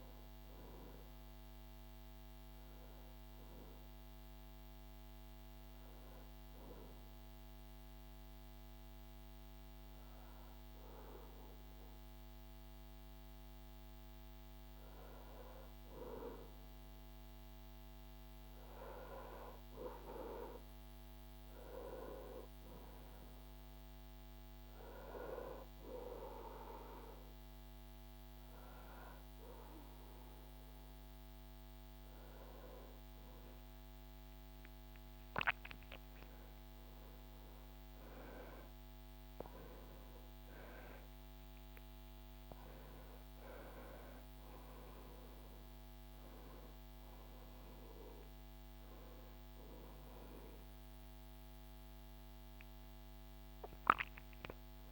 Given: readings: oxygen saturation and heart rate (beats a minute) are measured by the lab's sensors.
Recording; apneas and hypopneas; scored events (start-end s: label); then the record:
breathing in sleep by a microphone on the trachea; 1
5.00-15.00 s: hypopnea (oxygen 97% before, 95% lowest, heart rate 75 before, 72 extreme, up 3 after)
19.00-23.00 s: arousal
From the record:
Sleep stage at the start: REM sleep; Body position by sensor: on the back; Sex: male